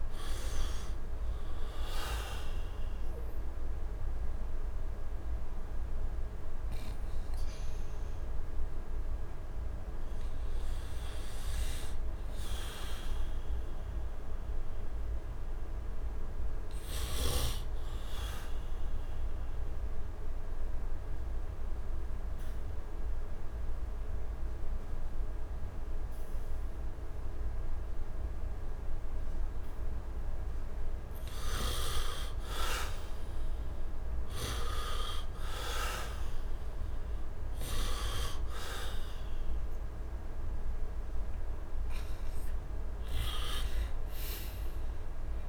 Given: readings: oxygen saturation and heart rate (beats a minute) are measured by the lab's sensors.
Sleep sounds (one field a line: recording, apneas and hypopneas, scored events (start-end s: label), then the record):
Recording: breathing in sleep by a room microphone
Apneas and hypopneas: 1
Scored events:
0.00-17.00 s: oxygen desaturation (device-marked, heart rate 68 extreme)
18.00-30.00 s: obstructive apnea (oxygen 51% before, 49% lowest, heart rate 81 before, 72 extreme, up 11 after)
29.00-45.49 s: oxygen desaturation (device-marked, oxygen 97% before, 67% lowest, heart rate 79 before, 72 extreme)
35.00-41.00 s: arousal
From the record:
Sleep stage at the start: N2 (light sleep)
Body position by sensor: on the back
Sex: male